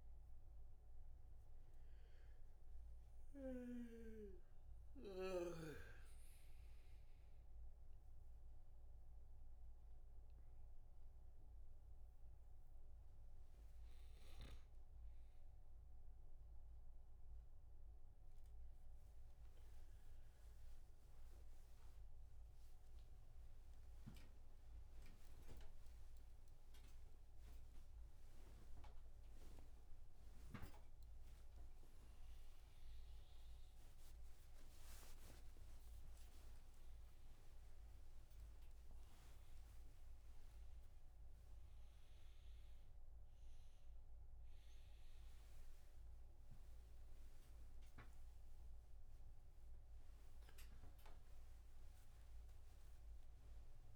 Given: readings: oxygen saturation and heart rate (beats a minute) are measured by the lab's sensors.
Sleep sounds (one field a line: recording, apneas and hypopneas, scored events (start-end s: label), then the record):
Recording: a person awake in a sleep study, by a room microphone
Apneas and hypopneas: none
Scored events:
50.00-53.96 s: new sleep stage, N1 (lightest sleep)
From the record:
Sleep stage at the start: awake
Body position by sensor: on the right side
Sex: male